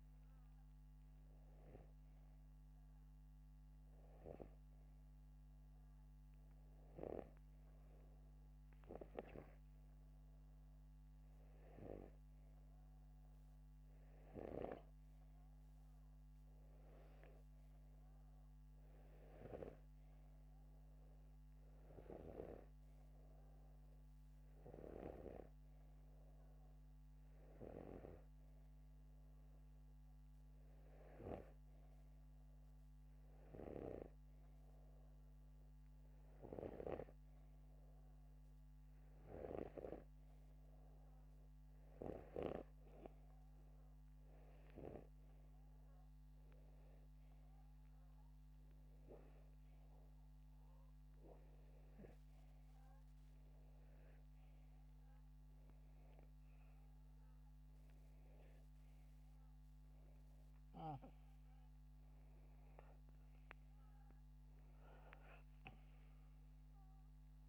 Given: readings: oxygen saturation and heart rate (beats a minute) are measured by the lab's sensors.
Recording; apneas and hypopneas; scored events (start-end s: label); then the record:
breathing in sleep by a microphone on the trachea; none
none scored
From the record:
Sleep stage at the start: N2 (light sleep); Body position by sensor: upright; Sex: male